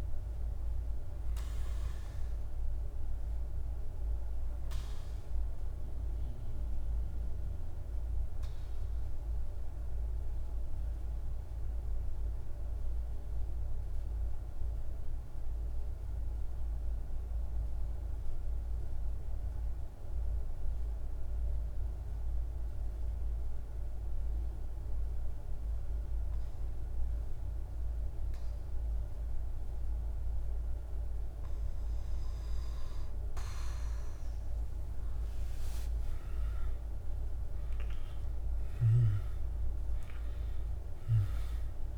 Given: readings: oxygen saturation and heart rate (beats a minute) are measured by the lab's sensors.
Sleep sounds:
breathing in sleep, hard to hear, by a room microphone; 1
0.00-12.50 s: oxygen desaturation (device-marked, oxygen 91% lowest, heart rate 45 extreme)
7.50-32.00 s: mixed apnea (oxygen 99% before, 90% lowest, heart rate 55 before, 45 extreme, up 7 after)
28.50-41.98 s: oxygen desaturation (device-marked, oxygen 98% before, 90% lowest, heart rate 47 before, 46 extreme)
34.50-38.50 s: arousal
From the record:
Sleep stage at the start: N2 (light sleep); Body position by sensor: on the back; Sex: male

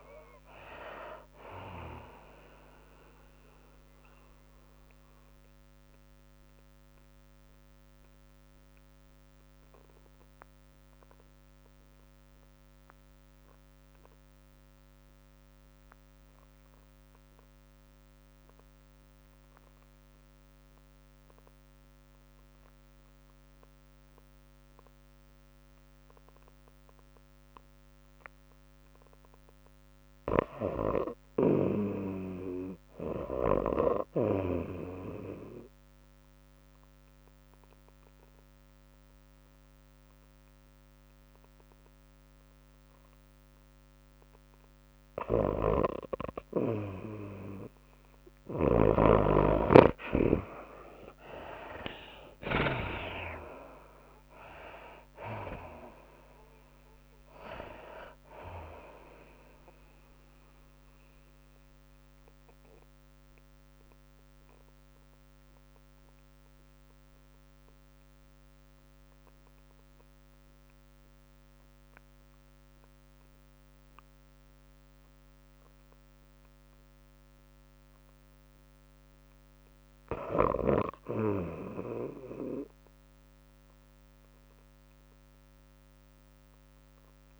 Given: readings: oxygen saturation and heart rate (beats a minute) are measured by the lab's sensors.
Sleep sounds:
breathing in sleep by a microphone on the trachea; 3
0.00-11.00 s: drop in pulse transit time (device-marked, heart rate 109 extreme)
0.00-14.00 s: oxygen desaturation (device-marked, oxygen 58% lowest, heart rate 61 extreme)
0.00-23.00 s: tachycardia (device-marked, heart rate 117 extreme)
4.50-30.00 s: mixed apnea (oxygen 90% before, 58% lowest, heart rate 98 before, 92 extreme, up 7 after)
19.00-47.00 s: oxygen desaturation (device-marked, oxygen 98% before, 66% lowest, heart rate 113 before, 92 extreme)
25.50-27.50 s: long interval between heartbeats (device-marked, heart rate 111 before, 95 extreme)
31.50-34.50 s: arousal
35.00-42.00 s: drop in pulse transit time (device-marked, heart rate 102 before, 100 extreme)
35.00-87.40 s: tachycardia (device-marked, heart rate 104 before, 114 extreme)
37.50-47.50 s: obstructive apnea (oxygen 98% before, 65% lowest, heart rate 101 before, 102 extreme, up 8 after)
46.00-53.50 s: snoring (device-marked)
49.00-71.00 s: oxygen desaturation (device-marked, oxygen 76% before, 65% lowest, heart rate 100 before, 102 extreme)
51.00-55.50 s: arousal
55.00-69.00 s: drop in pulse transit time (device-marked, heart rate 103 before, 110 extreme)
61.00-78.00 s: obstructive apnea (oxygen 76% before, 61% lowest, heart rate 106 before, 93 extreme, up 0 after)
73.00-87.40 s: oxygen desaturation (device-marked, oxygen 98% before, 66% lowest, heart rate 111 before, 93 extreme)
81.00-85.00 s: arousal
From the record:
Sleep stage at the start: N2 (light sleep); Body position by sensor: on the back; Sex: female

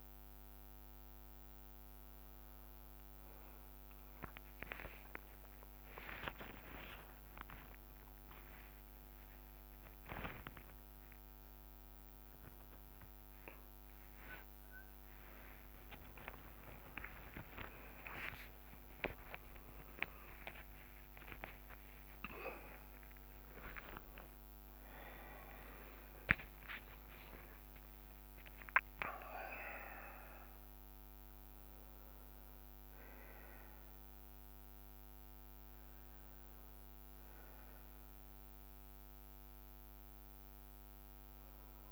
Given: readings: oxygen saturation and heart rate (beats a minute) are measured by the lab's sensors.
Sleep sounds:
a person awake in a sleep study, by a microphone on the trachea; none
0.00-10.00 s: oxygen desaturation (device-marked, oxygen 96% before, 92% lowest)
0.00-41.00 s: bradycardia (device-marked)
2.00-4.00 s: long interval between heartbeats (device-marked, heart rate 51 before, 46 extreme)
6.00-8.00 s: long interval between heartbeats (device-marked, heart rate 45 before, 53 extreme)
25.00-35.00 s: oxygen desaturation (device-marked, oxygen 96% before, 92% lowest, heart rate 34 before, 39 extreme)
29.00-31.00 s: long interval between heartbeats (device-marked, heart rate 31 before, 42 extreme)
31.50-33.50 s: long interval between heartbeats (device-marked, heart rate 31 before, 46 extreme)
35.00-41.92 s: drop in pulse transit time (device-marked, heart rate 35 before, 39 extreme)
36.00-38.00 s: long interval between heartbeats (device-marked, heart rate 36 before, 43 extreme)
From the record:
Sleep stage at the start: awake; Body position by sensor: on the back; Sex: male

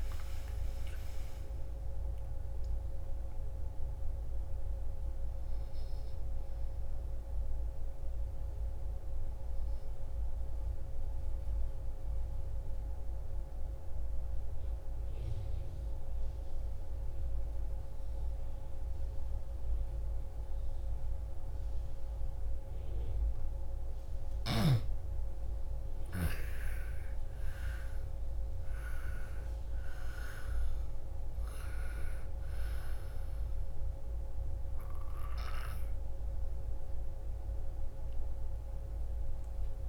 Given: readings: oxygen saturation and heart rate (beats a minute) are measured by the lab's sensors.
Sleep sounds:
breathing in sleep, hard to hear, by a room microphone; 1
0.00-3.50 s: arousal
5.00-24.00 s: oxygen desaturation (device-marked, oxygen 98% before, 89% lowest, heart rate 62 before, 38 extreme)
9.00-23.50 s: obstructive apnea (oxygen 98% before, 86% lowest, heart rate 74 before, 38 extreme)
25.50-30.00 s: arousal
31.00-39.89 s: oxygen desaturation (device-marked, oxygen 97% before, 86% lowest, heart rate 71 before, 33 extreme)
From the record:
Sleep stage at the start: N2 (light sleep); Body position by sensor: on the back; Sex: female

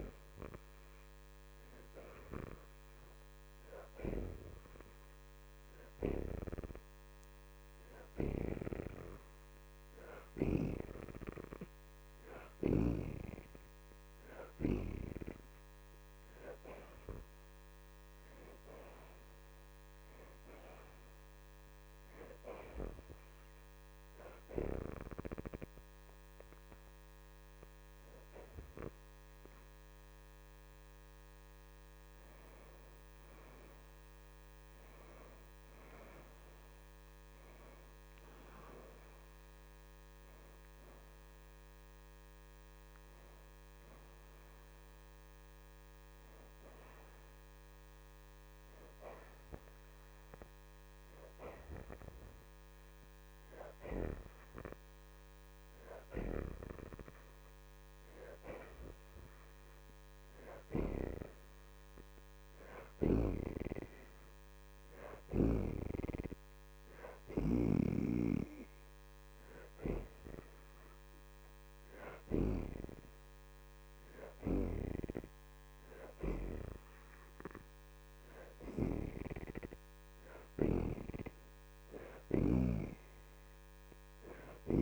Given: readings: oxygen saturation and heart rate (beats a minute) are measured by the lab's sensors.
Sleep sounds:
breathing in sleep by a microphone on the trachea; 1
1.00-45.00 s: oxygen desaturation (device-marked, oxygen 86% before, 68% lowest)
13.00-84.82 s: new sleep stage, N2 (light sleep)
21.00-32.00 s: hypopnea (oxygen 86% before, 68% lowest)
35.00-38.50 s: arousal
51.00-61.00 s: oxygen desaturation (device-marked, oxygen 74% before, 69% lowest)
70.00-84.82 s: oxygen desaturation (device-marked, oxygen 85% before, 70% lowest)
75.50-81.00 s: arousal
From the record:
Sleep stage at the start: N1 (lightest sleep); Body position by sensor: on the back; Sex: female

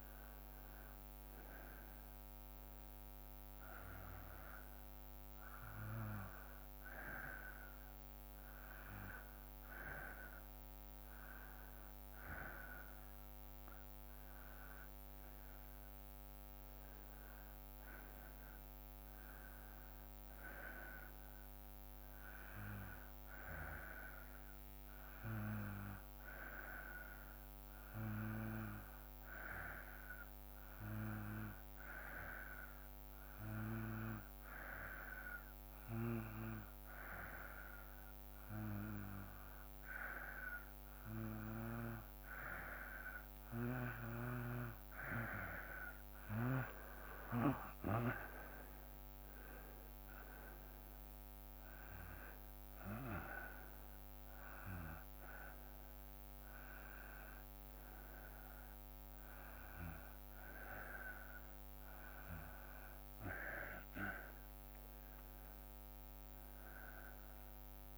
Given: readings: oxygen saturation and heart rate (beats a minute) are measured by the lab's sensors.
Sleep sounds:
breathing in sleep by a microphone on the trachea; 1
20.00-25.50 s: arousal
31.00-43.00 s: hypopnea (oxygen 93% before, 92% lowest, heart rate 58 before, 57 extreme, up 1 after)
46.50-52.00 s: arousal
47.50-59.50 s: drop in pulse transit time (device-marked, heart rate 59 before, 58 extreme)
From the record:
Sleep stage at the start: N2 (light sleep); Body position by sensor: on the back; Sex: male

